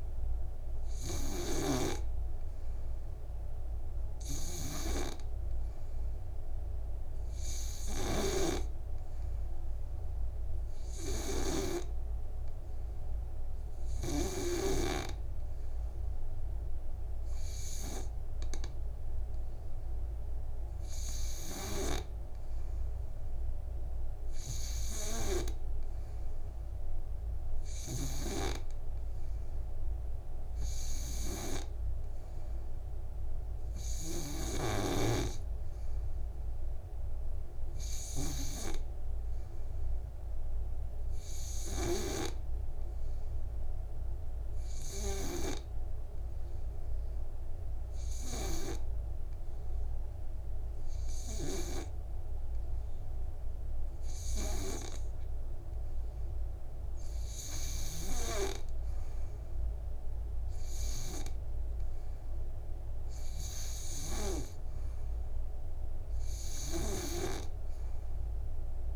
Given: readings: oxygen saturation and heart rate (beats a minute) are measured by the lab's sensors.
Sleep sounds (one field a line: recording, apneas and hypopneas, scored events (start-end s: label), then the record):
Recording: breathing in sleep by a room microphone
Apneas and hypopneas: 1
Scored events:
8.50-15.00 s: snoring (device-marked)
47.50-58.00 s: hypopnea (oxygen 94% before, 91% lowest, heart rate 58 before, 58 extreme, up 4 after)
63.00-68.96 s: oxygen desaturation (device-marked, oxygen 95% before, 91% lowest, heart rate 59 before, 56 extreme)
From the record:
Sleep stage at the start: N2 (light sleep)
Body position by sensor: on the back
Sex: male